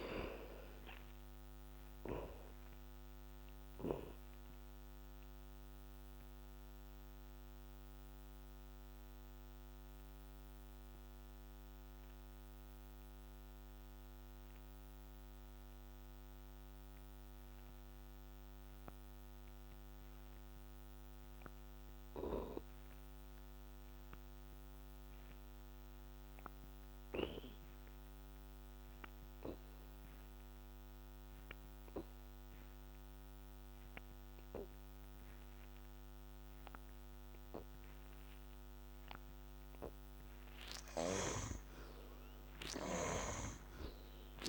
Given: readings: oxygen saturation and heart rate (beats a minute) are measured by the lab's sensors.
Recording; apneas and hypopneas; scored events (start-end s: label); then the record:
breathing in sleep by a microphone on the trachea; 1
0.00-2.00 s: oxygen desaturation (device-marked, oxygen 63% lowest, heart rate 65 extreme)
1.00-39.50 s: mixed apnea (oxygen 87% before, 57% lowest, heart rate 77 before, 65 extreme, up 22 after)
4.00-23.00 s: oxygen desaturation (device-marked, oxygen 67% before, 57% lowest, heart rate 81 before, 65 extreme)
32.00-44.48 s: oxygen desaturation (device-marked, oxygen 93% before, 60% lowest, heart rate 67 before, 67 extreme)
40.50-44.00 s: arousal
40.50-44.48 s: snoring (device-marked)
From the record:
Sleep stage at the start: N2 (light sleep); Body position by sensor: on the back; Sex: male